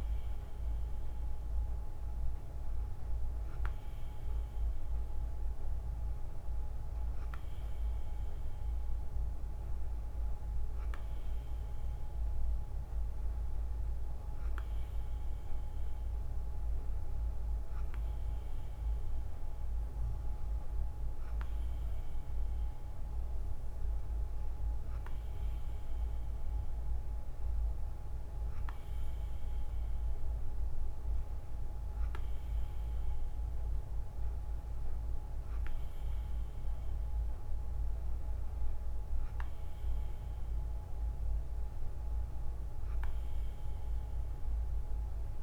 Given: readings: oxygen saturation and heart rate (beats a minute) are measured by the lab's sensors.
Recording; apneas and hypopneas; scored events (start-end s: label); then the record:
breathing in sleep, hard to hear, by a room microphone; none
none scored
From the record:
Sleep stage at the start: N2 (light sleep); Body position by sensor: on the right side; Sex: female